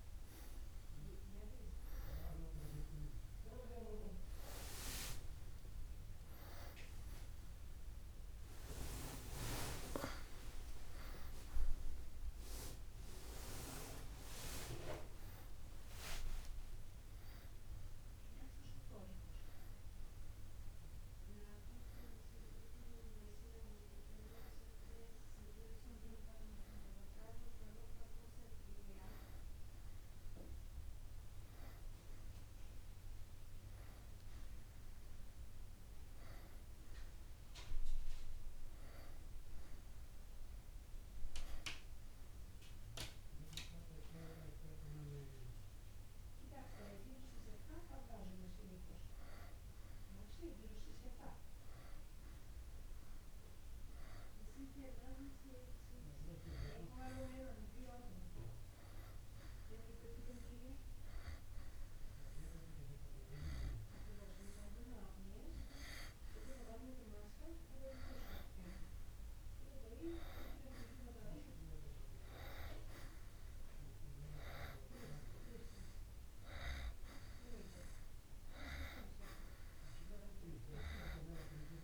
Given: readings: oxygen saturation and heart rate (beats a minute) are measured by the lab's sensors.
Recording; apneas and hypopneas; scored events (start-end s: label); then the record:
breathing in sleep by a room microphone; none
16.00-27.00 s: oxygen desaturation (device-marked, oxygen 97% before, 94% lowest, heart rate 59 before, 57 extreme)
75.00-81.84 s: new sleep stage, N2 (light sleep)
From the record:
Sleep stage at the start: N1 (lightest sleep); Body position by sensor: on the back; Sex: male